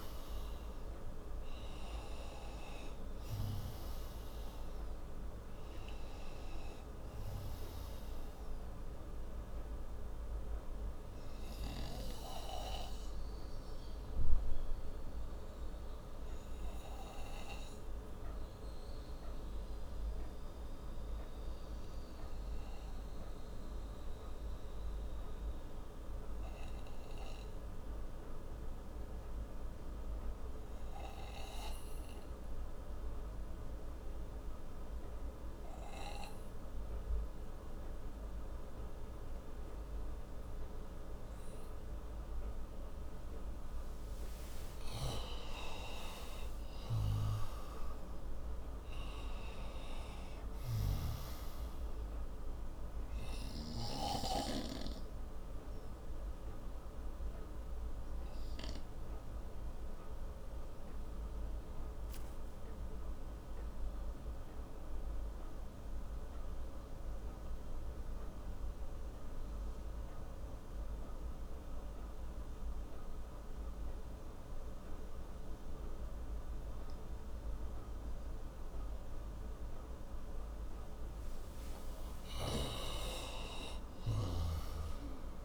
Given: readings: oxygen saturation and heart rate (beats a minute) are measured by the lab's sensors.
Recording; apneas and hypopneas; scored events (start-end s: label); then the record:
breathing in sleep by a room microphone; 2
0.00-24.50 s: oxygen desaturation (device-marked, oxygen 88% lowest)
9.00-44.00 s: obstructive apnea (oxygen 97% before, 88% lowest)
45.50-49.00 s: arousal
46.50-71.50 s: oxygen desaturation (device-marked, oxygen 97% before, 90% lowest)
54.00-81.00 s: obstructive apnea (oxygen 98% before, 90% lowest)
83.00-85.45 s: arousal
84.00-85.45 s: snoring (device-marked)
From the record:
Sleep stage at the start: N2 (light sleep); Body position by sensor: on the right side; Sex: male